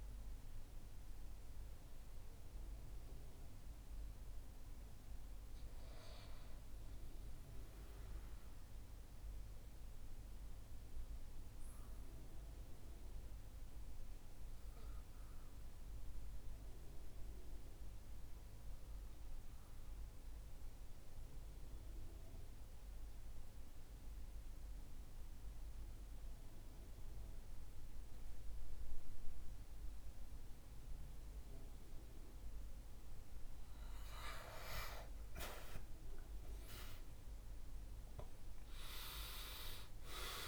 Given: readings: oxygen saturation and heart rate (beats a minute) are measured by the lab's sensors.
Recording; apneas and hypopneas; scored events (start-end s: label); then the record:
breathing in sleep by a room microphone; 1
0.00-9.00 s: oxygen desaturation (device-marked, oxygen 82% lowest, heart rate 58 extreme)
8.50-33.00 s: obstructive apnea (oxygen 95% before, 89% lowest, heart rate 71 before, 57 extreme, up 19 after)
30.00-40.48 s: oxygen desaturation (device-marked, oxygen 98% before, 89% lowest, heart rate 63 before, 61 extreme)
36.00-40.00 s: arousal
From the record:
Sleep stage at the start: REM sleep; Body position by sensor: on the back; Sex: male